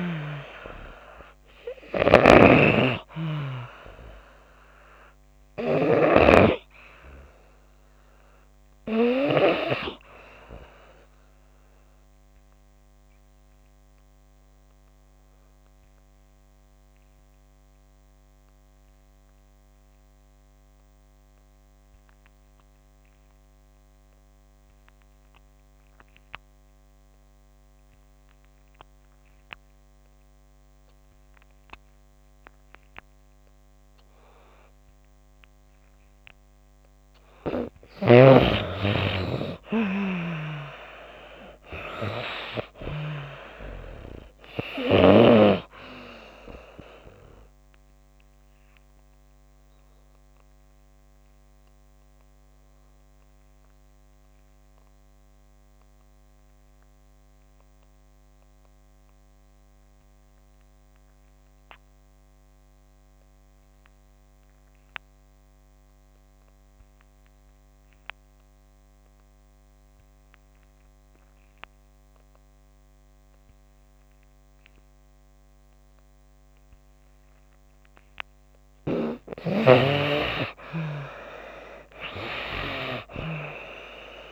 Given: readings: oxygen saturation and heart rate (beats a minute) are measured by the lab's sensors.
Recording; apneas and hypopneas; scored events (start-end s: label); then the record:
breathing in sleep by a microphone on the trachea; 2
1.50-6.00 s: snoring (device-marked)
5.50-29.50 s: oxygen desaturation (device-marked, oxygen 96% before, 84% lowest)
12.00-37.00 s: obstructive apnea (oxygen 96% before, 83% lowest)
38.50-41.00 s: arousal
44.50-71.50 s: oxygen desaturation (device-marked, oxygen 96% before, 83% lowest)
48.00-77.50 s: obstructive apnea (oxygen 97% before, 80% lowest)
80.00-84.32 s: arousal
From the record:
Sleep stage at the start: N2 (light sleep); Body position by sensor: on the back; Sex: female